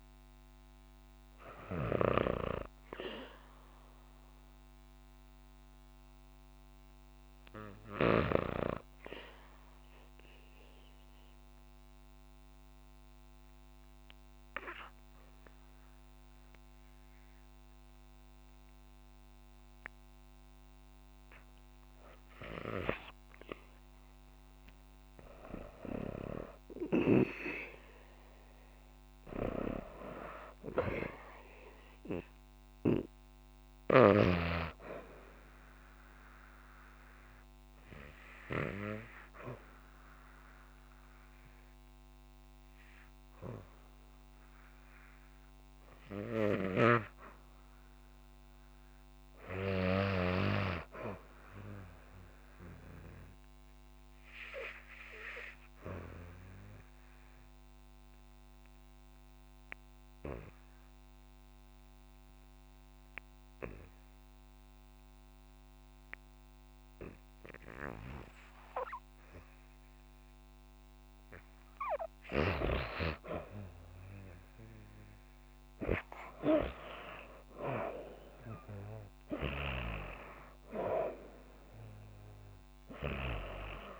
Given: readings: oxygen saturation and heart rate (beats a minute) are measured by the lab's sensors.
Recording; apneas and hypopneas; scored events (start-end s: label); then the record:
breathing in sleep by a microphone on the trachea; 3
0.00-15.00 s: oxygen desaturation (device-marked, oxygen 88% lowest, heart rate 54 extreme)
9.50-21.50 s: mixed apnea (oxygen 96% before, 88% lowest, heart rate 57 before, 56 extreme, up 6 after)
24.50-29.00 s: arousal
30.00-46.00 s: oxygen desaturation (device-marked, oxygen 98% before, 92% lowest, heart rate 59 before, 55 extreme)
35.50-46.50 s: obstructive apnea (oxygen 99% before, 84% lowest, heart rate 61 before, 55 extreme, up 3 after)
47.00-50.50 s: arousal
47.00-84.00 s: new sleep stage, REM sleep
56.50-68.00 s: obstructive apnea (oxygen 98% before, 84% lowest, heart rate 58 before, 54 extreme, up 6 after)
72.50-75.50 s: arousal
76.00-84.00 s: oxygen desaturation (device-marked, oxygen 95% before, 84% lowest, heart rate 57 before, 56 extreme)
From the record:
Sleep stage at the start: N2 (light sleep); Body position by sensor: on the back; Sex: female